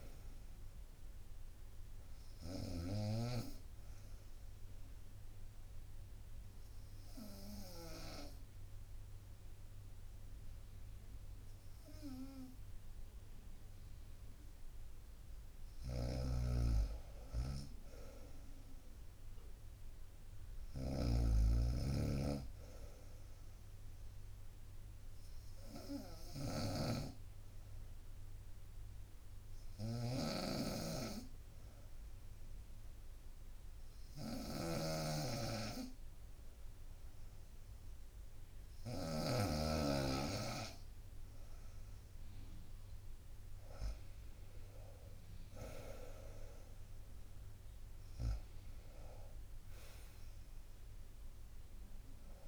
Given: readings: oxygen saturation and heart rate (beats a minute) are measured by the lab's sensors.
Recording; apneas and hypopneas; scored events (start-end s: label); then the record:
breathing in sleep by a room microphone; 2
0.00-5.50 s: drop in pulse transit time (device-marked, heart rate 67 extreme)
0.00-8.00 s: snoring (device-marked)
4.00-16.00 s: obstructive apnea (oxygen 95% before, 93% lowest, heart rate 66 before, 63 extreme, up 4 after)
15.50-39.00 s: snoring (device-marked)
19.50-23.00 s: arousal
27.00-41.50 s: hypopnea (oxygen 96% before, 93% lowest, heart rate 65 before, 61 extreme, up 4 after)
43.00-47.00 s: arousal
43.50-52.48 s: drop in pulse transit time (device-marked, heart rate 66 before, 67 extreme)
From the record:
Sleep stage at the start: N2 (light sleep); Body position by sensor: on the right side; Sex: female